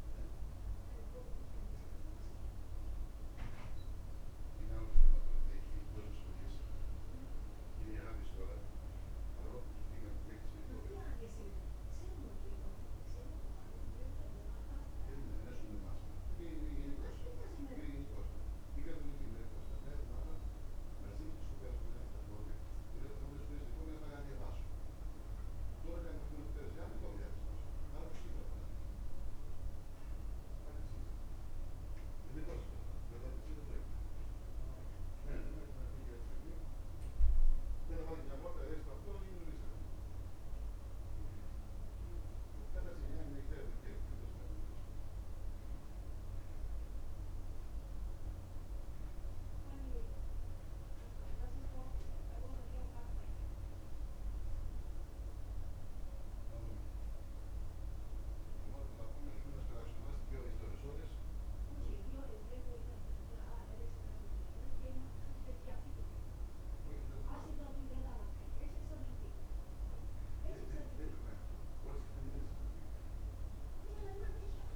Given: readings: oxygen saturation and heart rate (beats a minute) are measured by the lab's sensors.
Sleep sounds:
breathing in sleep by a room microphone; none
none scored
From the record:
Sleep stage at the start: N2 (light sleep); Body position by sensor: on the back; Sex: male

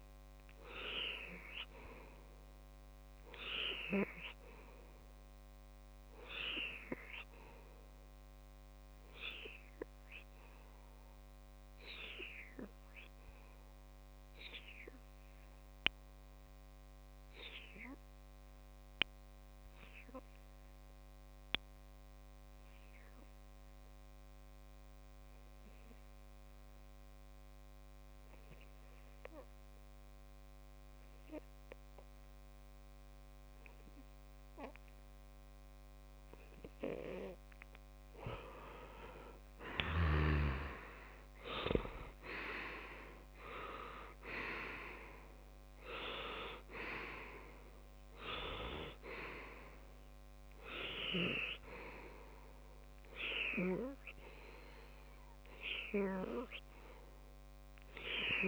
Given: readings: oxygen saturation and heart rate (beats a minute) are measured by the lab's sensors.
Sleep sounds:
breathing in sleep by a microphone on the trachea; 1
7.50-37.00 s: obstructive apnea (oxygen 96% before, 94% lowest)
38.00-58.48 s: oxygen desaturation (device-marked, oxygen 99% before, 95% lowest)
39.50-43.00 s: arousal
From the record:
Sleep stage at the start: N2 (light sleep); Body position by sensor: on the left side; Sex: male

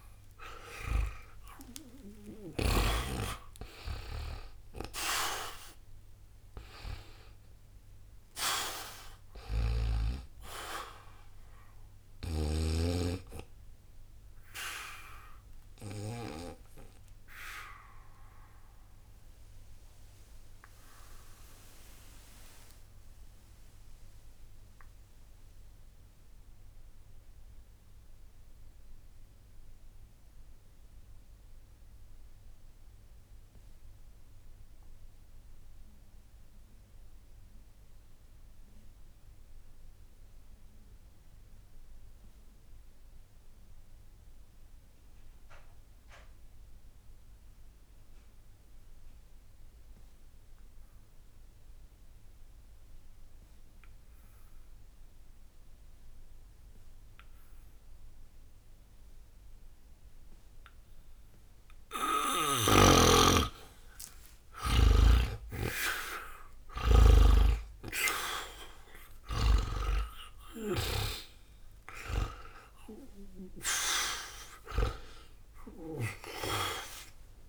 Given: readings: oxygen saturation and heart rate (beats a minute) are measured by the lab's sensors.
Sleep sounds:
breathing in sleep by a room microphone; 1
0.00-36.00 s: oxygen desaturation (device-marked, oxygen 78% lowest, heart rate 59 extreme)
14.50-62.50 s: obstructive apnea (oxygen 96% before, 75% lowest, heart rate 78 before, 59 extreme, up 10 after)
55.00-77.49 s: oxygen desaturation (device-marked, oxygen 98% before, 75% lowest, heart rate 60 before, 60 extreme)
62.50-77.49 s: snoring (device-marked)
64.00-68.00 s: arousal
From the record:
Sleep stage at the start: N2 (light sleep); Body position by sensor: on the back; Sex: male

